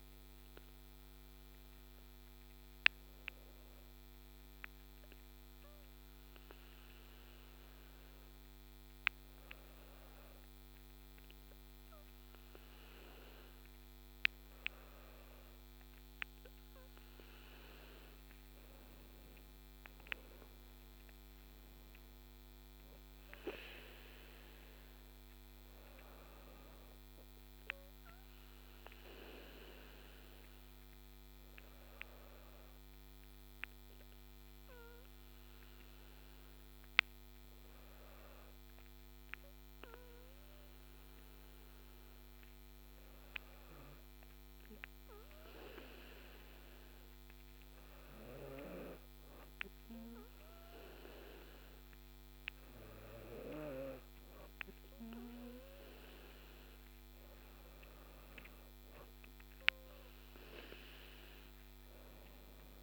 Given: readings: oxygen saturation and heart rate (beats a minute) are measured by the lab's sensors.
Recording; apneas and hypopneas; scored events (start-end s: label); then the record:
breathing in sleep by a microphone on the trachea; 2
1.00-16.50 s: hypopnea (oxygen 95% before, 94% lowest)
22.00-25.50 s: arousal
28.50-42.50 s: hypopnea (oxygen 97% before, 95% lowest)
55.00-60.00 s: arousal
From the record:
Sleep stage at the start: N2 (light sleep); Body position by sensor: on the back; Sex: female